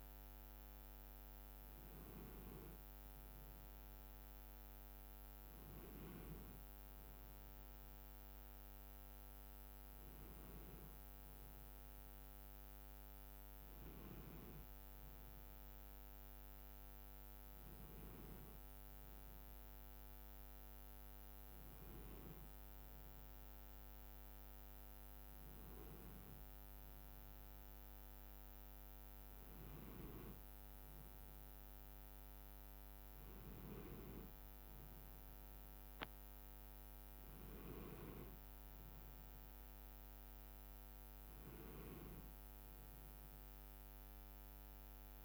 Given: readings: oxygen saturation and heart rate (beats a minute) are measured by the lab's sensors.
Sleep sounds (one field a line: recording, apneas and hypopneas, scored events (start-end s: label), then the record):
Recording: a person awake in a sleep study, by a microphone on the trachea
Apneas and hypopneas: none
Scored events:
none scored
From the record:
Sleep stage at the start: awake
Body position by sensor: on the back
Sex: male